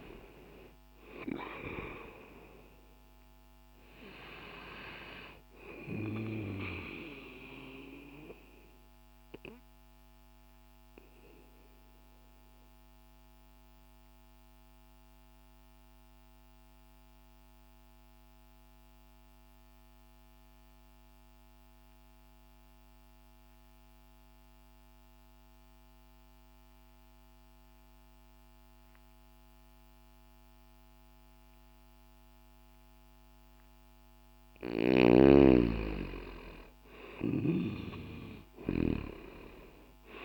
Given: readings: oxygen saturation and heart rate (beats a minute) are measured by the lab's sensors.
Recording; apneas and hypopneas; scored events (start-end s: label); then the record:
breathing in sleep by a microphone on the trachea; 1
5.50-32.00 s: obstructive apnea (oxygen 97% before, 86% lowest, heart rate 60 before, 60 extreme, up 0 after)
20.00-30.00 s: oxygen desaturation (device-marked, oxygen 92% before, 86% lowest, heart rate 60 before, 60 extreme)
35.50-39.50 s: arousal
From the record:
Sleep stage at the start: N2 (light sleep); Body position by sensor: on the left side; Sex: male